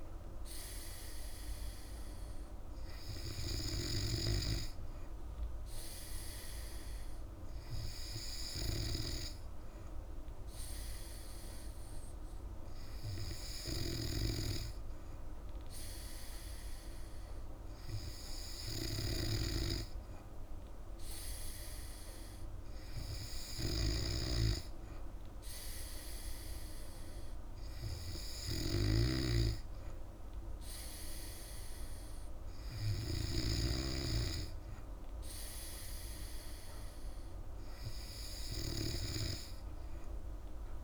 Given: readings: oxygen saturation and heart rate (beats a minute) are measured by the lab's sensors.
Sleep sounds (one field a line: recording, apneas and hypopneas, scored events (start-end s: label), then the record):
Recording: breathing in sleep by a room microphone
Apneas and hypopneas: none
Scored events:
28.50-33.50 s: snoring (device-marked)
From the record:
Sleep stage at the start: N3 (deep sleep)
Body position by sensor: on the back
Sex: female